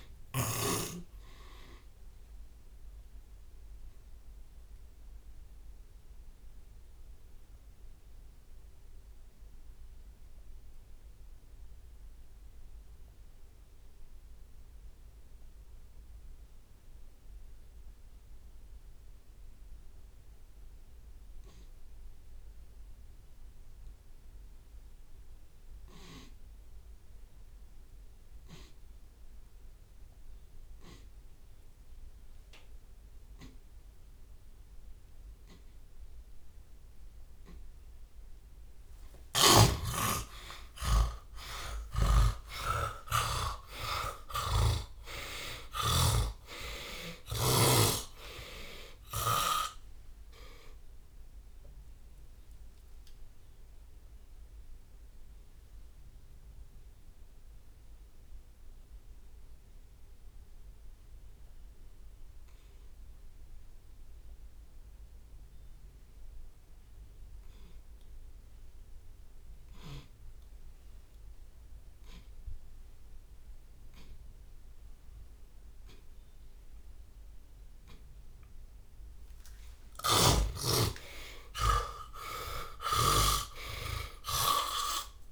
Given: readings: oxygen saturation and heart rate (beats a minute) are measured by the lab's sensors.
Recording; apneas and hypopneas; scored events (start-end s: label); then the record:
breathing in sleep by a room microphone; 2
0.50-2.50 s: long interval between heartbeats (device-marked, heart rate 79 before, 113 extreme)
2.50-8.50 s: drop in pulse transit time (device-marked, heart rate 90 before, 67 extreme)
4.00-6.00 s: long interval between heartbeats (device-marked, heart rate 92 before, 93 extreme)
4.00-37.00 s: mixed apnea (oxygen 99% before, 87% lowest)
6.00-8.00 s: long interval between heartbeats (device-marked, heart rate 97 before, 67 extreme)
8.50-11.50 s: oxygen desaturation (device-marked, oxygen 99% before, 95% lowest)
16.50-18.50 s: long interval between heartbeats (device-marked)
17.50-29.50 s: oxygen desaturation (device-marked, oxygen 98% before, 90% lowest, heart rate 78 before, 59 extreme)
20.50-22.50 s: long interval between heartbeats (device-marked)
22.50-28.50 s: drop in pulse transit time (device-marked, heart rate 53 before, 56 extreme)
25.00-27.00 s: long interval between heartbeats (device-marked, heart rate 50 before, 67 extreme)
26.50-55.50 s: tachycardia (device-marked, heart rate 55 before, 140 extreme)
27.50-29.50 s: long interval between heartbeats (device-marked, heart rate 49 before, 80 extreme)
30.00-32.00 s: long interval between heartbeats (device-marked, heart rate 51 before, 101 extreme)
32.50-34.50 s: long interval between heartbeats (device-marked, heart rate 57 before, 125 extreme)
35.00-37.00 s: long interval between heartbeats (device-marked, heart rate 63 before, 120 extreme)
36.50-48.50 s: drop in pulse transit time (device-marked, heart rate 72 before, 105 extreme)
37.00-39.00 s: long interval between heartbeats (device-marked, heart rate 72 before, 127 extreme)
39.50-44.50 s: arousal
40.00-42.00 s: long interval between heartbeats (device-marked, heart rate 89 before, 118 extreme)
42.00-44.00 s: long interval between heartbeats (device-marked, heart rate 100 before, 138 extreme)
43.50-68.50 s: oxygen desaturation (device-marked, oxygen 95% before, 87% lowest)
44.00-46.00 s: long interval between heartbeats (device-marked, heart rate 110 before, 125 extreme)
44.00-47.50 s: snoring (device-marked)
46.50-48.50 s: long interval between heartbeats (device-marked, heart rate 119 before, 105 extreme)
53.50-80.00 s: hypopnea (oxygen 95% before, 82% lowest)
79.50-83.00 s: snoring (device-marked)
81.50-85.32 s: arousal
From the record:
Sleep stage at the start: N2 (light sleep); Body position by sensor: on the back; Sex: male